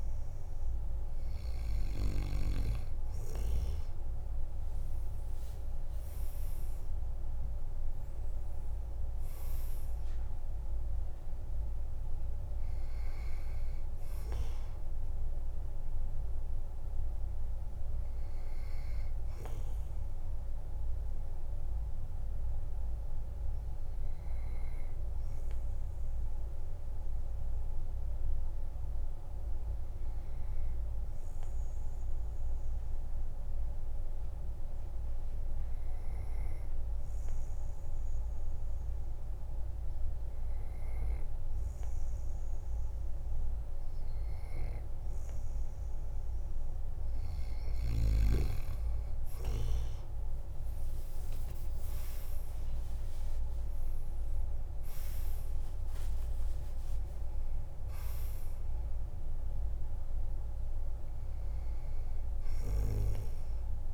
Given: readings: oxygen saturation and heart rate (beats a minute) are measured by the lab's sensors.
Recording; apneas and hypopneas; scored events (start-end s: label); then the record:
breathing in sleep by a room microphone; 1
2.00-30.00 s: oxygen desaturation (device-marked, oxygen 98% before, 93% lowest, heart rate 49 before, 47 extreme)
4.00-9.00 s: arousal
25.50-45.50 s: obstructive apnea (oxygen 98% before, 92% lowest, heart rate 54 before, 47 extreme, up 14 after)
46.00-63.94 s: oxygen desaturation (device-marked, oxygen 98% before, 92% lowest, heart rate 49 before, 47 extreme)
49.00-53.00 s: arousal
From the record:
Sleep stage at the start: N2 (light sleep); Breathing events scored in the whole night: 282 in 3.9 hours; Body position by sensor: on the back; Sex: male